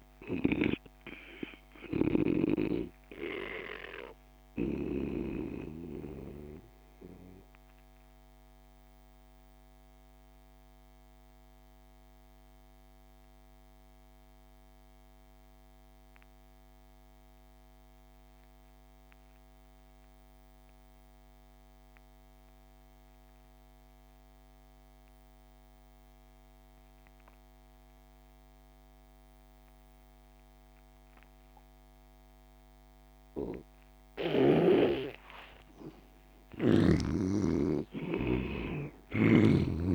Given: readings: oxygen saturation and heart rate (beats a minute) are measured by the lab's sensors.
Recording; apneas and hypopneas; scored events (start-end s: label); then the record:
breathing in sleep by a microphone on the trachea; 1
0.00-13.00 s: oxygen desaturation (device-marked, oxygen 87% lowest)
6.50-35.00 s: mixed apnea (oxygen 98% before, 84% lowest)
29.00-39.95 s: oxygen desaturation (device-marked, oxygen 98% before, 84% lowest)
36.00-39.50 s: arousal
From the record:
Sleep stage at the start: N2 (light sleep); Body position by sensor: on the back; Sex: male